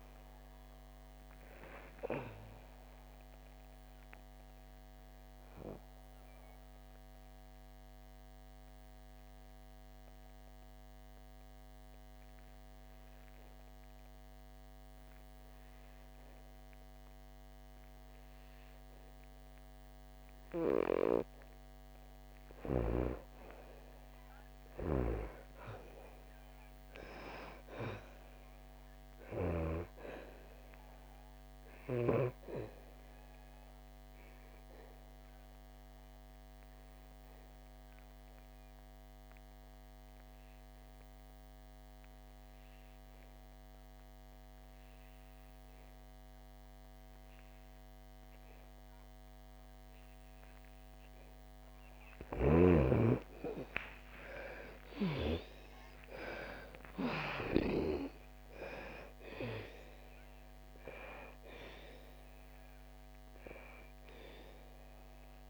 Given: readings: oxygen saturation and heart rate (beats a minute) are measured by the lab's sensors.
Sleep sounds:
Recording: breathing in sleep by a microphone on the trachea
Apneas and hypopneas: 2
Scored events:
0.00-20.00 s: oxygen desaturation (device-marked, oxygen 80% lowest, heart rate 60 extreme)
1.00-20.50 s: obstructive apnea (oxygen 97% before, 80% lowest, heart rate 77 before, 60 extreme, up 12 after)
33.00-51.00 s: obstructive apnea (oxygen 99% before, 82% lowest, heart rate 67 before, 60 extreme, up 6 after)
34.00-44.00 s: oxygen desaturation (device-marked, oxygen 98% before, 90% lowest, heart rate 68 before, 64 extreme)
49.00-65.50 s: oxygen desaturation (device-marked, oxygen 97% before, 82% lowest, heart rate 69 before, 60 extreme)
53.00-57.50 s: arousal
From the record:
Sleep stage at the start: N2 (light sleep)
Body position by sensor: on the back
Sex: female

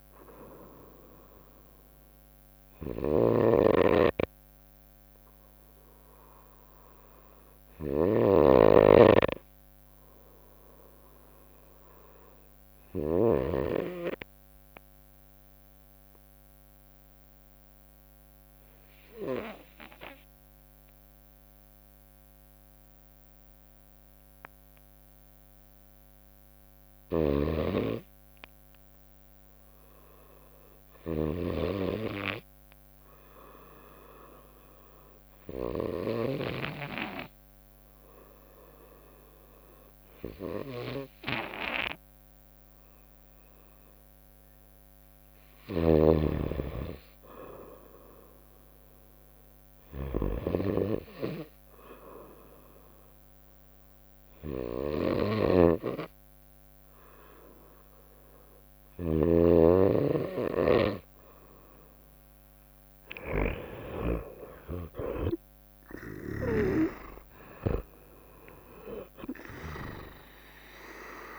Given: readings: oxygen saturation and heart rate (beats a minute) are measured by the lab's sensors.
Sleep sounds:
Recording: breathing in sleep by a microphone on the trachea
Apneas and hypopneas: 2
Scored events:
0.00-8.00 s: snoring (device-marked)
0.00-19.50 s: oxygen desaturation (device-marked, oxygen 93% lowest, heart rate 58 extreme)
3.50-42.50 s: obstructive apnea (oxygen 97% before, 85% lowest, heart rate 62 before, 58 extreme, up 4 after)
20.50-28.50 s: bradycardia (device-marked, heart rate 65 before, 58 extreme)
27.00-31.50 s: snoring (device-marked)
45.00-48.00 s: arousal
45.50-59.00 s: snoring (device-marked)
45.50-71.39 s: oxygen desaturation (device-marked, oxygen 93% before, 85% lowest, heart rate 60 before, 62 extreme)
48.50-55.50 s: drop in pulse transit time (device-marked, heart rate 61 before, 65 extreme)
51.00-62.00 s: obstructive apnea (oxygen 96% before, 85% lowest, heart rate 62 before, 62 extreme, up 7 after)
64.50-69.00 s: arousal
65.50-71.39 s: drop in pulse transit time (device-marked, heart rate 67 before, 66 extreme)
From the record:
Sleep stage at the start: N2 (light sleep)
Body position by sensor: on the right side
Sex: female

